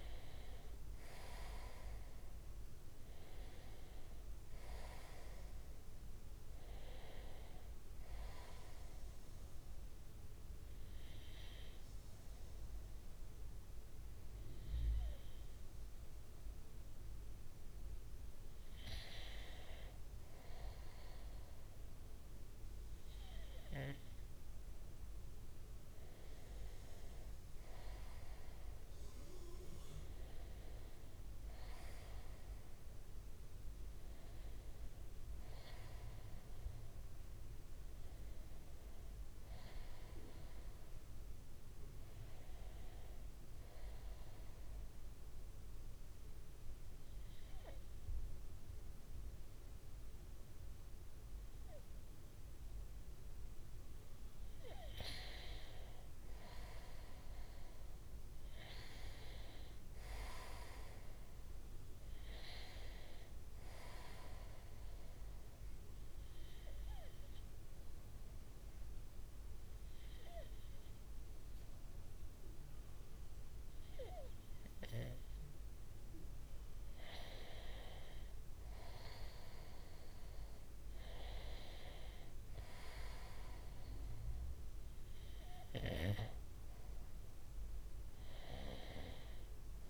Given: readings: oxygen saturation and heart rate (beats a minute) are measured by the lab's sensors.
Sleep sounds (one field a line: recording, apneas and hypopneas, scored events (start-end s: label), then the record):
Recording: breathing in sleep by a room microphone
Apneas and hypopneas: 3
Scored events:
0.00-3.00 s: arousal
7.50-18.00 s: obstructive apnea (oxygen 96% before, 93% lowest, heart rate 65 before, 64 extreme, up 0 after)
24.50-29.00 s: arousal
43.00-55.00 s: obstructive apnea (oxygen 96% before, 93% lowest, heart rate 65 before, 62 extreme, up 3 after)
57.00-60.00 s: arousal
59.00-72.00 s: oxygen desaturation (device-marked, oxygen 96% before, 93% lowest, heart rate 64 before, 63 extreme)
64.50-75.50 s: obstructive apnea (oxygen 96% before, 93% lowest, heart rate 64 before, 63 extreme, up 0 after)
81.00-85.50 s: arousal
From the record:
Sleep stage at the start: N2 (light sleep)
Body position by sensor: on the front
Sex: male